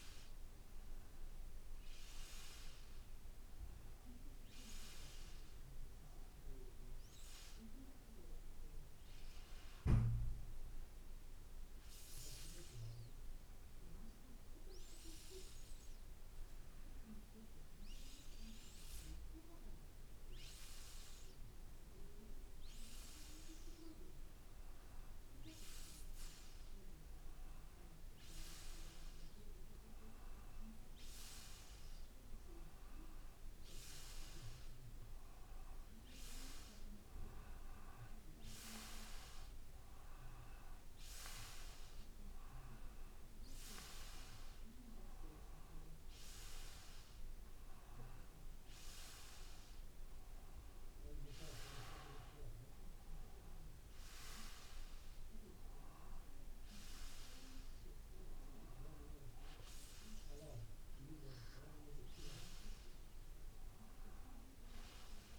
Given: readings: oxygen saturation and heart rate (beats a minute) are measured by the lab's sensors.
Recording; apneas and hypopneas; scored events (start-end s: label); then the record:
breathing in sleep by a room microphone; none
none scored
From the record:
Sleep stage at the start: N2 (light sleep); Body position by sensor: on the back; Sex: male